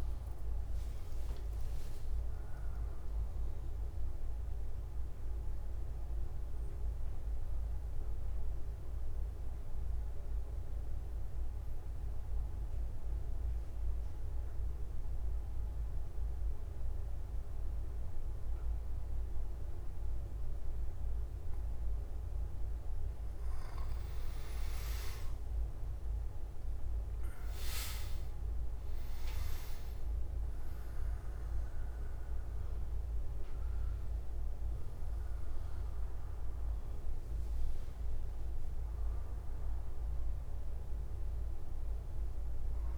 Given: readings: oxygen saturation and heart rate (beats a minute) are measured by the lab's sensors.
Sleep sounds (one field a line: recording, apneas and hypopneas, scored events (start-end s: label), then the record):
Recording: breathing in sleep, hard to hear, by a room microphone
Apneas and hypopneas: 1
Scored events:
0.00-7.00 s: oxygen desaturation (device-marked, oxygen 94% lowest, heart rate 147 extreme)
6.00-23.00 s: mixed apnea (oxygen 100% before, 92% lowest, heart rate 123 before, 147 extreme, up 33 after)
27.00-42.98 s: oxygen desaturation (device-marked, oxygen 99% before, 93% lowest, heart rate 163 before, 85 extreme)
From the record:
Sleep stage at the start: N2 (light sleep)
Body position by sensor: on the back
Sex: male